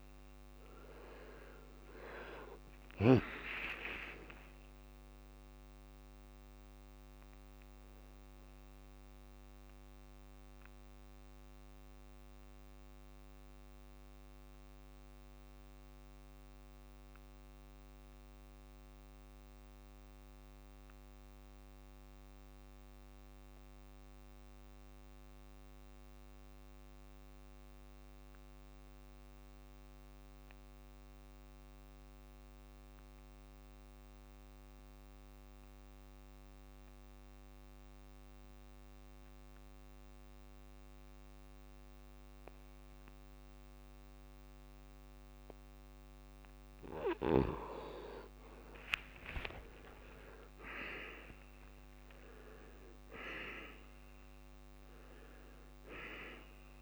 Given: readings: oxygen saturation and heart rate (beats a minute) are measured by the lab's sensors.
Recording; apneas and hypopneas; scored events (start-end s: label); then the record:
breathing in sleep by a microphone on the trachea; 1
0.00-32.00 s: oxygen desaturation (device-marked, oxygen 86% lowest, heart rate 64 extreme)
11.00-47.50 s: obstructive apnea (oxygen 98% before, 82% lowest, heart rate 99 before, 64 extreme, up 13 after)
41.00-56.82 s: oxygen desaturation (device-marked, oxygen 99% before, 82% lowest, heart rate 65 before, 65 extreme)
49.00-53.00 s: arousal
From the record:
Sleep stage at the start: N2 (light sleep); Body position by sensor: on the back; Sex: male